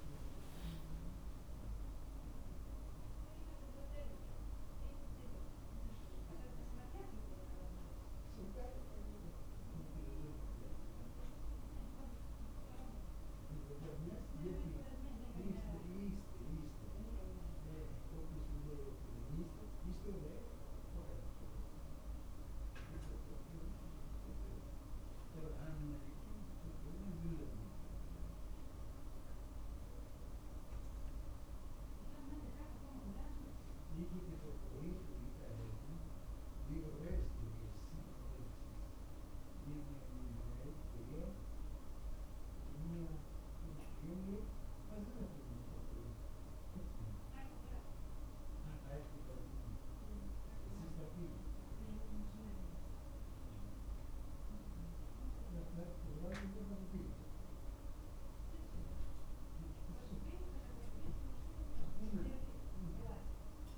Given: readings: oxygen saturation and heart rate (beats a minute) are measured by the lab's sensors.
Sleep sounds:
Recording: a person awake in a sleep study, by a room microphone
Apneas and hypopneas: none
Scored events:
none scored
From the record:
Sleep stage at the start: awake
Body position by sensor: on the back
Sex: male

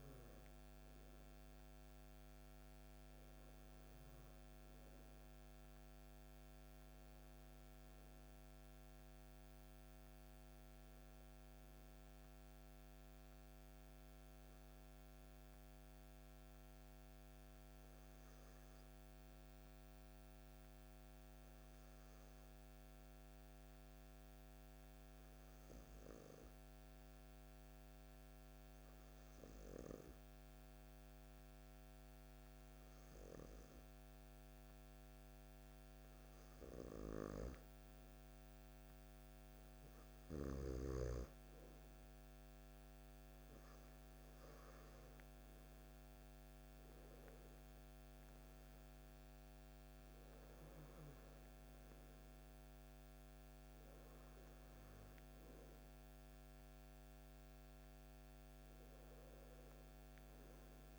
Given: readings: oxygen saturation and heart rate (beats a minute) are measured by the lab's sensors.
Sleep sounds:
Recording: breathing in sleep, hard to hear, by a microphone on the trachea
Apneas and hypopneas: 1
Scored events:
4.00-8.00 s: arousal
14.00-35.50 s: obstructive apnea (oxygen 98% before, 93% lowest, heart rate 57 before, 52 extreme, up 3 after)
36.50-60.99 s: oxygen desaturation (device-marked, oxygen 97% before, 93% lowest, heart rate 56 before, 52 extreme)
39.00-43.00 s: arousal
From the record:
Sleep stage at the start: N2 (light sleep)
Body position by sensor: on the back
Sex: male

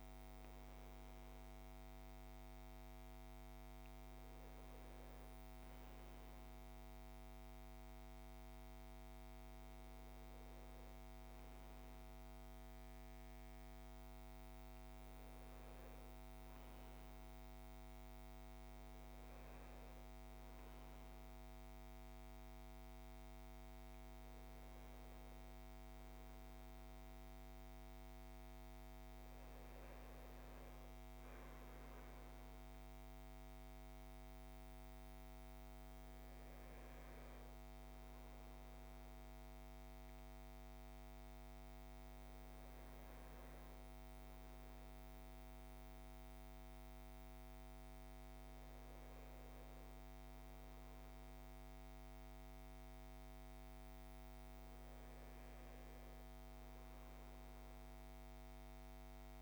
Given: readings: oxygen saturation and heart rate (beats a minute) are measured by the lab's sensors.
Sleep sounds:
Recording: breathing in sleep, hard to hear, by a microphone on the trachea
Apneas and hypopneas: none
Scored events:
none scored
From the record:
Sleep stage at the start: N1 (lightest sleep)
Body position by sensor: on the right side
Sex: male

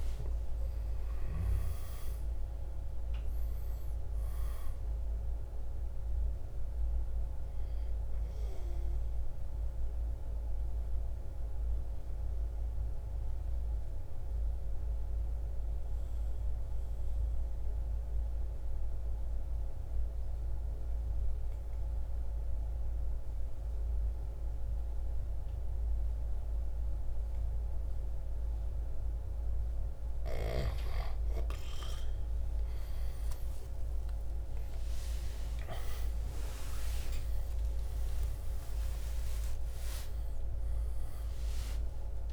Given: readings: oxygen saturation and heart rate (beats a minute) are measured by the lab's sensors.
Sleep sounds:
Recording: breathing in sleep by a room microphone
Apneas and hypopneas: 1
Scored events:
0.00-3.50 s: arousal
0.50-13.50 s: drop in pulse transit time (device-marked, heart rate 56 before, 49 extreme)
1.50-30.50 s: oxygen desaturation (device-marked, oxygen 98% before, 88% lowest, heart rate 56 before, 49 extreme)
8.00-27.50 s: obstructive apnea (oxygen 98% before, 88% lowest, heart rate 57 before, 49 extreme, up 8 after)
34.00-40.50 s: arousal
36.50-42.33 s: drop in pulse transit time (device-marked, heart rate 53 before, 52 extreme)
From the record:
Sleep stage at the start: N2 (light sleep)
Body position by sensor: on the right side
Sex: male

